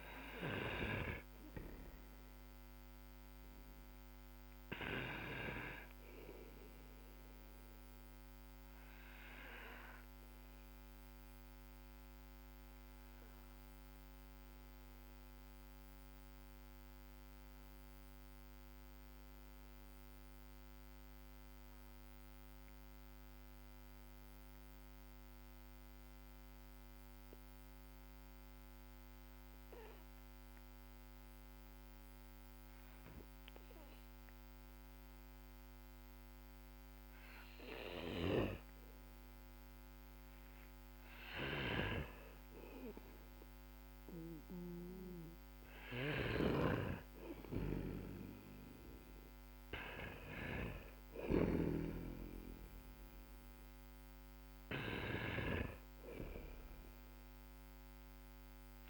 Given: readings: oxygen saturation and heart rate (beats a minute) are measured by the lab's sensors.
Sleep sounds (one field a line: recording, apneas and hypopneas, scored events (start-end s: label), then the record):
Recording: breathing in sleep by a microphone on the trachea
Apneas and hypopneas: 1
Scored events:
0.00-24.50 s: oxygen desaturation (device-marked, oxygen 95% lowest, heart rate 46 extreme)
6.00-38.50 s: mixed apnea (oxygen 99% before, 95% lowest, heart rate 55 before, 45 extreme, up 5 after)
37.50-55.00 s: snoring (device-marked)
40.50-45.00 s: arousal
51.50-58.90 s: oxygen desaturation (device-marked, oxygen 98% before, 95% lowest, heart rate 57 before, 46 extreme)
From the record:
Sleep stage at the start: N2 (light sleep)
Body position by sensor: on the back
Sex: male